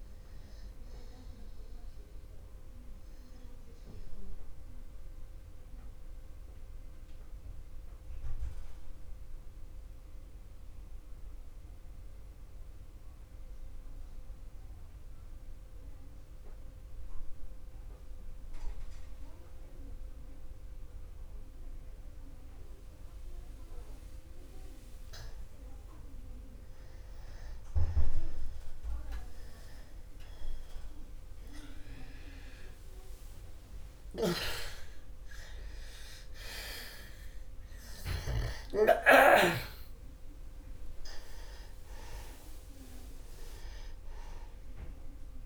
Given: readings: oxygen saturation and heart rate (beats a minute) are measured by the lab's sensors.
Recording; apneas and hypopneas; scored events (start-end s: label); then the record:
breathing in sleep by a room microphone; 1
0.00-13.00 s: oxygen desaturation (device-marked, oxygen 83% lowest, heart rate 63 extreme)
3.50-26.00 s: mixed apnea (oxygen 97% before, 84% lowest, heart rate 65 before, 63 extreme, up 0 after)
30.00-45.45 s: oxygen desaturation (device-marked, oxygen 97% before, 84% lowest, heart rate 64 before, 62 extreme)
35.00-39.50 s: snoring (device-marked)
From the record:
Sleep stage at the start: N2 (light sleep); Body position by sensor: on the back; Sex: male